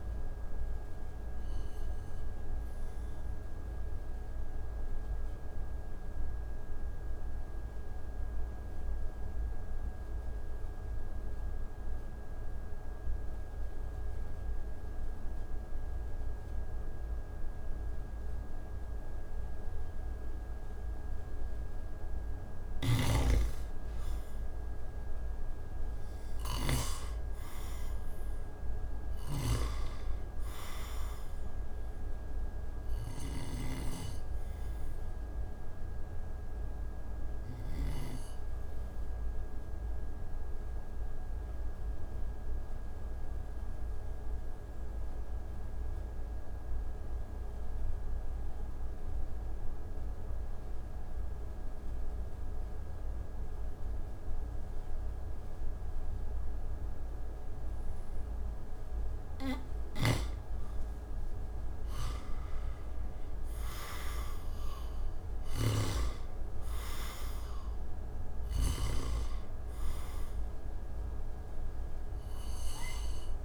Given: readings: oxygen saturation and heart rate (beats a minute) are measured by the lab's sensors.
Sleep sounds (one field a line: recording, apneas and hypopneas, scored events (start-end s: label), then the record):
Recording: breathing in sleep by a room microphone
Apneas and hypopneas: 2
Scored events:
0.00-17.50 s: oxygen desaturation (device-marked, oxygen 81% lowest)
1.00-21.50 s: obstructive apnea (oxygen 98% before, 81% lowest)
22.00-26.50 s: snoring (device-marked)
25.00-28.50 s: arousal
28.50-33.00 s: snoring (device-marked)
29.50-52.50 s: oxygen desaturation (device-marked, oxygen 98% before, 87% lowest)
33.00-57.50 s: obstructive apnea (oxygen 98% before, 84% lowest)
59.00-68.50 s: snoring (device-marked)
61.00-64.00 s: arousal
67.50-73.45 s: oxygen desaturation (device-marked, oxygen 96% before, 84% lowest)
From the record:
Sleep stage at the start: N2 (light sleep)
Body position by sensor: on the back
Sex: male